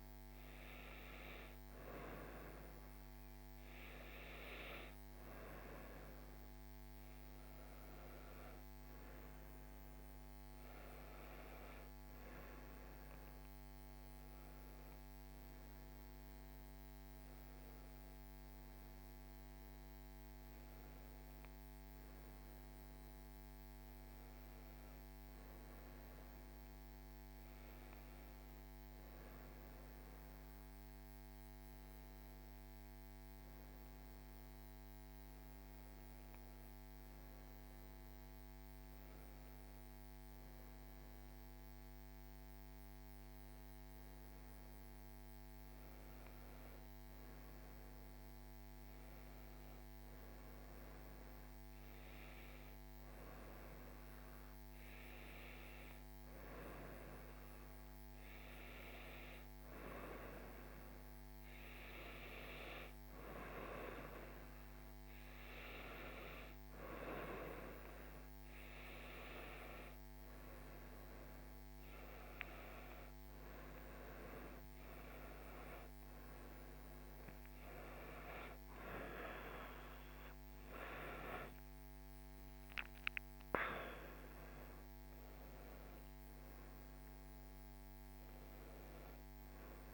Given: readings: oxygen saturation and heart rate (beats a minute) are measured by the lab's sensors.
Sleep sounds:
breathing in sleep by a microphone on the trachea; none
7.50-28.50 s: oxygen desaturation (device-marked, oxygen 97% before, 94% lowest, heart rate 73 before, 70 extreme)
From the record:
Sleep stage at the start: REM sleep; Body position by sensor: on the right side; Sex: female

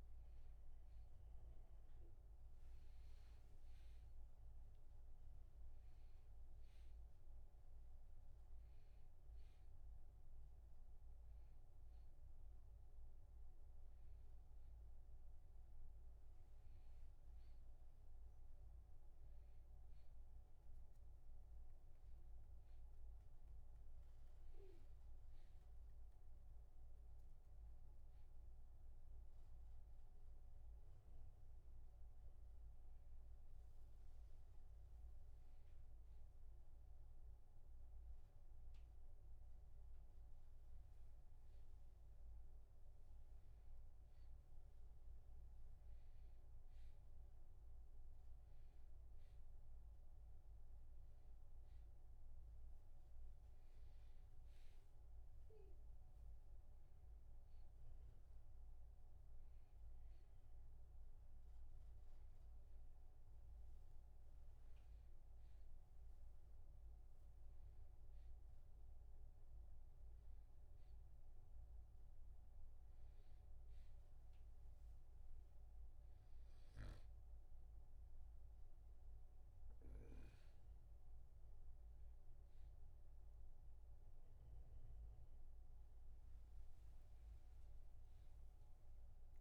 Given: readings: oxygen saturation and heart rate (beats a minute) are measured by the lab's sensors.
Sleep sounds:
a person awake in a sleep study, hard to hear, by a room microphone; none
1.00-6.50 s: arousal
From the record:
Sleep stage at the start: awake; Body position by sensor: on the back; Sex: male

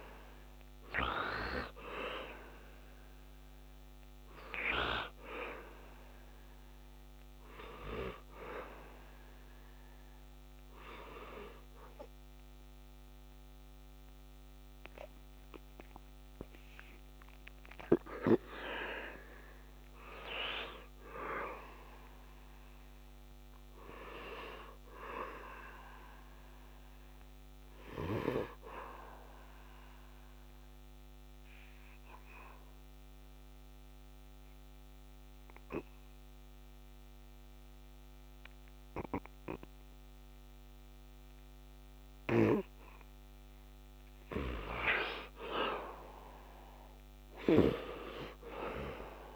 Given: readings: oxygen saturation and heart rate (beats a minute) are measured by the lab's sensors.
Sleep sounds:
breathing in sleep by a microphone on the trachea; 1
0.00-18.00 s: oxygen desaturation (device-marked, oxygen 72% lowest, heart rate 67 extreme)
17.00-22.00 s: arousal
27.00-42.00 s: obstructive apnea (oxygen 99% before, 86% lowest, heart rate 80 before, 67 extreme, up 11 after)
43.00-47.00 s: arousal
45.00-49.36 s: oxygen desaturation (device-marked, oxygen 97% before, 86% lowest, heart rate 73 before, 68 extreme)
From the record:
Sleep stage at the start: N2 (light sleep); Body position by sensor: on the back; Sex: male

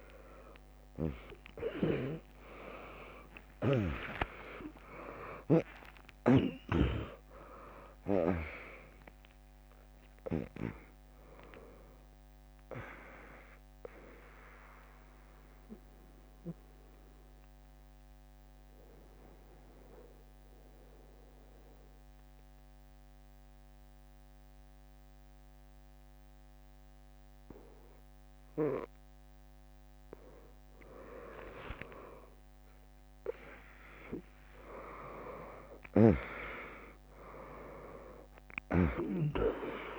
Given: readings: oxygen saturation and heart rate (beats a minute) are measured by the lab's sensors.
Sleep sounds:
breathing in sleep by a microphone on the trachea; 1
0.00-3.00 s: arousal
2.00-8.00 s: tachycardia (device-marked, heart rate 73 before, 127 extreme)
3.00-5.00 s: long interval between heartbeats (device-marked, heart rate 64 before, 91 extreme)
3.00-17.00 s: drop in pulse transit time (device-marked, heart rate 64 before, 88 extreme)
5.50-7.50 s: long interval between heartbeats (device-marked, heart rate 65 before, 117 extreme)
7.00-26.00 s: oxygen desaturation (device-marked, oxygen 100% before, 95% lowest, heart rate 70 before, 55 extreme)
13.50-29.50 s: mixed apnea (oxygen 100% before, 95% lowest, heart rate 84 before, 55 extreme, up 12 after)
24.00-30.00 s: bradycardia (device-marked, heart rate 74 before, 58 extreme)
31.50-36.00 s: arousal
36.00-39.99 s: drop in pulse transit time (device-marked, heart rate 68 before, 65 extreme)
From the record:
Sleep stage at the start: N2 (light sleep); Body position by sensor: on the right side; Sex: female

